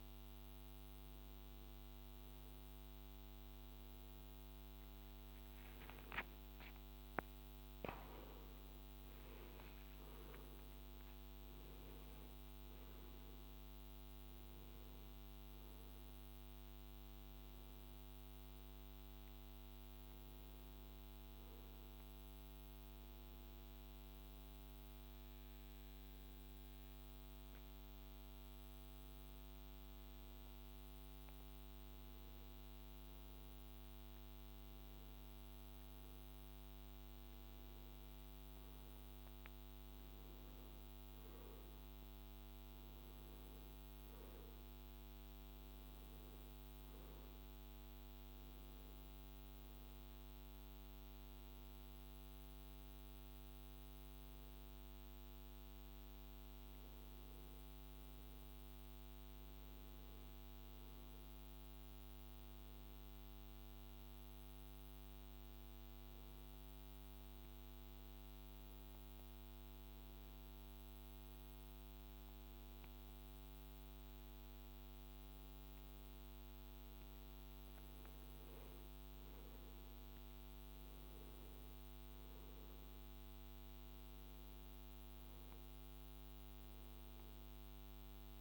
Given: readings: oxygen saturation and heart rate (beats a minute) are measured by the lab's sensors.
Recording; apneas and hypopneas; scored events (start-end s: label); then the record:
breathing in sleep, hard to hear, by a microphone on the trachea; 1
6.00-10.50 s: arousal
29.50-88.41 s: new sleep stage, N2 (light sleep)
62.50-76.00 s: hypopnea (oxygen 96% before, 94% lowest, heart rate 69 before, 62 extreme, up 6 after)
79.00-83.50 s: arousal
From the record:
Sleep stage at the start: N1 (lightest sleep); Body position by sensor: on the right side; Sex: male